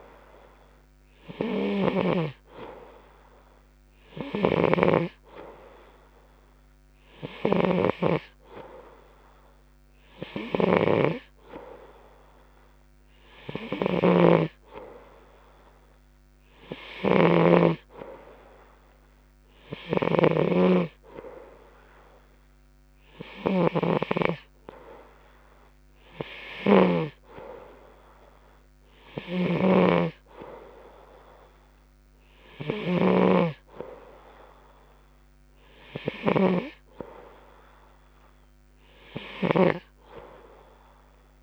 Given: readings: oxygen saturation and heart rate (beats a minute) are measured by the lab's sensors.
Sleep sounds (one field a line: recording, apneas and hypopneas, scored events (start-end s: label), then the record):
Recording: breathing in sleep by a microphone on the trachea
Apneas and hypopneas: none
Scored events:
0.00-27.50 s: snoring (device-marked)
29.50-37.00 s: snoring (device-marked)
From the record:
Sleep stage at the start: N2 (light sleep)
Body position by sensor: on the right side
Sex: male